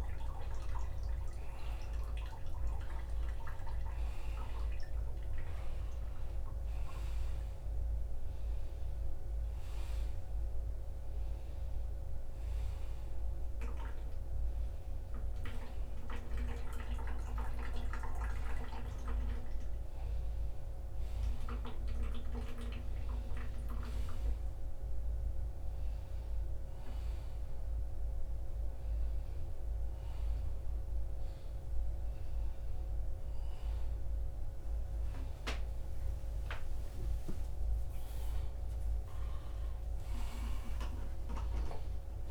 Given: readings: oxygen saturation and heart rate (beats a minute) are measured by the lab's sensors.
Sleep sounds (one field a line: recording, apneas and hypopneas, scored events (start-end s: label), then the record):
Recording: a person awake in a sleep study, by a room microphone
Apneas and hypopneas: none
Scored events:
0.00-1.50 s: long interval between heartbeats (device-marked, heart rate 205 extreme)
1.50-3.50 s: long interval between heartbeats (device-marked, heart rate 90 before, 189 extreme)
3.50-5.50 s: long interval between heartbeats (device-marked, heart rate 105 before, 180 extreme)
6.00-8.00 s: long interval between heartbeats (device-marked, heart rate 116 before, 189 extreme)
8.00-10.00 s: long interval between heartbeats (device-marked, heart rate 126 before, 186 extreme)
10.00-12.00 s: long interval between heartbeats (device-marked, heart rate 137 before, 200 extreme)
12.50-14.50 s: long interval between heartbeats (device-marked, heart rate 155 before, 199 extreme)
14.50-16.50 s: long interval between heartbeats (device-marked, heart rate 173 before, 209 extreme)
35.50-37.50 s: long interval between heartbeats (device-marked, heart rate 116 before, 103 extreme)
From the record:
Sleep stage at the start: awake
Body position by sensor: upright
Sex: male